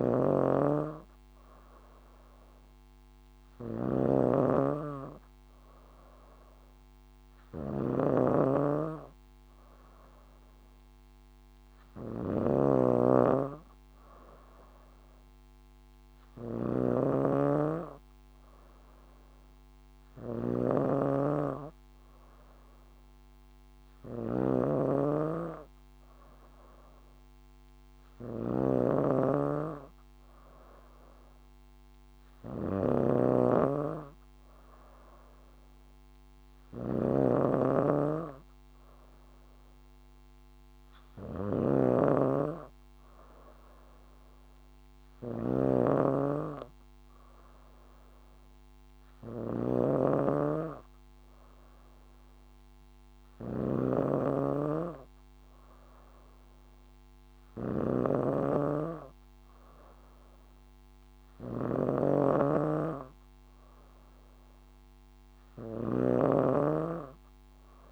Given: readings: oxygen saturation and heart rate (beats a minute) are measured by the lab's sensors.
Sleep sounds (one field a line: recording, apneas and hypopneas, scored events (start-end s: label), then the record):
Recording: breathing in sleep by a microphone on the trachea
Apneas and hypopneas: none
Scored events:
0.00-67.92 s: snoring (device-marked)
From the record:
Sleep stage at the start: N3 (deep sleep)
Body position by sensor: on the back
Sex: female